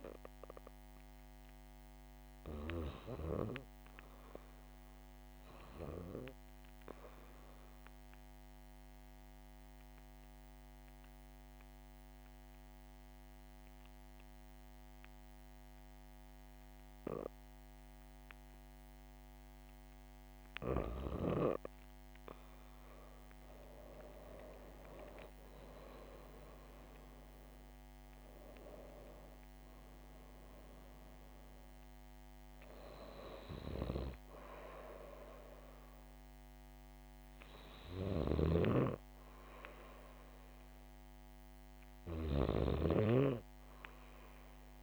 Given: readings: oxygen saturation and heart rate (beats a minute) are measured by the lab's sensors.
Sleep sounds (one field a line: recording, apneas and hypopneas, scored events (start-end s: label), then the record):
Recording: breathing in sleep by a microphone on the trachea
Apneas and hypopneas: 1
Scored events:
0.50-5.00 s: arousal
8.50-21.00 s: obstructive apnea (oxygen 100% before, 96% lowest, heart rate 67 before, 59 extreme, up 7 after)
24.50-28.50 s: arousal
From the record:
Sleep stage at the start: REM sleep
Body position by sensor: on the back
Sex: female